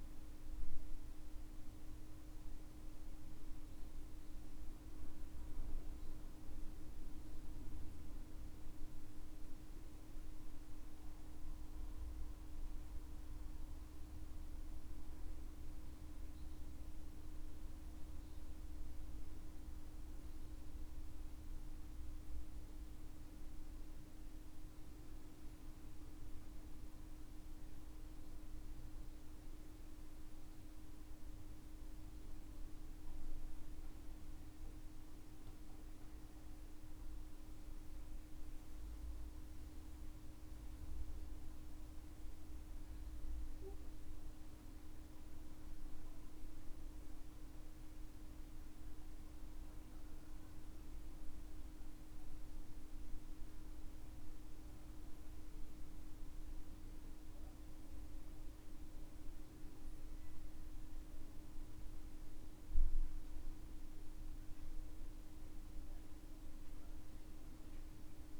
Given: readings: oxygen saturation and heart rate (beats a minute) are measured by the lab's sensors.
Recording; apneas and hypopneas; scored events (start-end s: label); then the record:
breathing in sleep, hard to hear, by a room microphone; none
49.50-68.40 s: new sleep stage, N2 (light sleep)
From the record:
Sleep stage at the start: N1 (lightest sleep); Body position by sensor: on the back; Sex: male